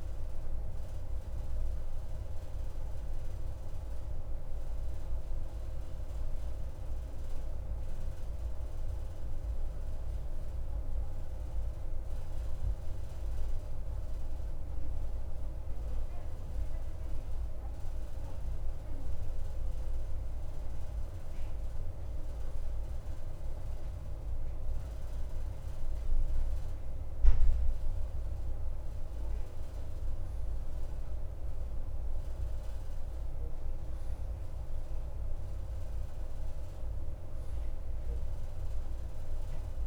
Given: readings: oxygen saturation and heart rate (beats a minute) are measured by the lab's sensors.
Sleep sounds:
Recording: breathing in sleep, hard to hear, by a room microphone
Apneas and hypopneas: none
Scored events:
none scored
From the record:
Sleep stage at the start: REM sleep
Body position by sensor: on the right side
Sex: male

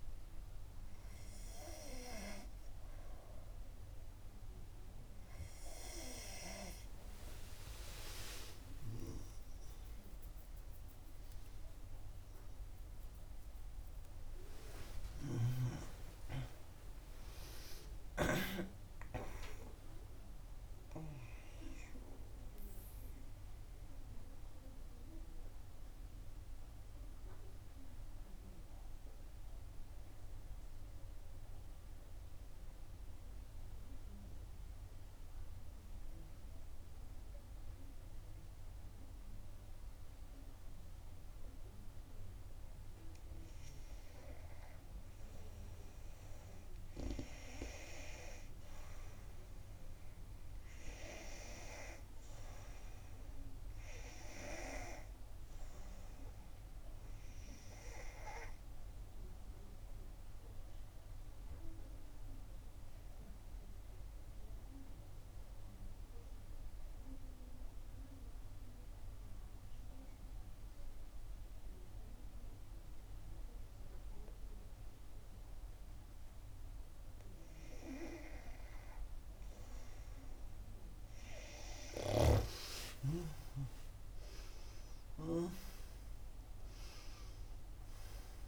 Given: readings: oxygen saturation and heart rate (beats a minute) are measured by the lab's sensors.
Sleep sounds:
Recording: breathing in sleep by a room microphone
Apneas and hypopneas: 2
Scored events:
7.50-9.50 s: long interval between heartbeats (device-marked, heart rate 64 before, 81 extreme)
8.00-14.50 s: arousal
15.50-17.50 s: long interval between heartbeats (device-marked, heart rate 71 before, 77 extreme)
23.00-44.00 s: obstructive apnea (oxygen 91% before, 89% lowest, heart rate 76 before, 58 extreme, up 8 after)
47.50-52.00 s: arousal
50.50-69.50 s: oxygen desaturation (device-marked, oxygen 97% before, 91% lowest, heart rate 61 before, 59 extreme)
60.00-77.50 s: obstructive apnea (oxygen 97% before, 89% lowest, heart rate 65 before, 59 extreme, up 10 after)
80.00-84.00 s: arousal
81.50-88.48 s: oxygen desaturation (device-marked, oxygen 94% before, 89% lowest, heart rate 61 before, 60 extreme)
From the record:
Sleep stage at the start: N2 (light sleep)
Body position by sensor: on the back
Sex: female

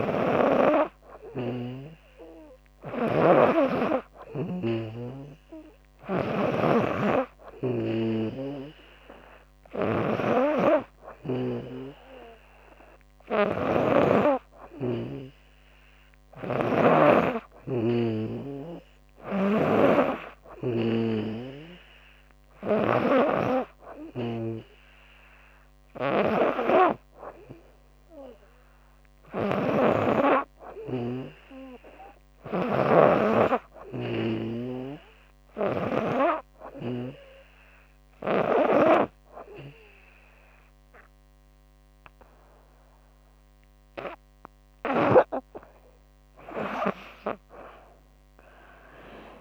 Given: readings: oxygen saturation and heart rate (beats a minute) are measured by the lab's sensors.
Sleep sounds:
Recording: breathing in sleep by a microphone on the trachea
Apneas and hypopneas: none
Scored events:
0.00-13.50 s: snoring (device-marked)
15.50-35.50 s: snoring (device-marked)
From the record:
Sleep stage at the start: N2 (light sleep)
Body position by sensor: on the back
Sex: female

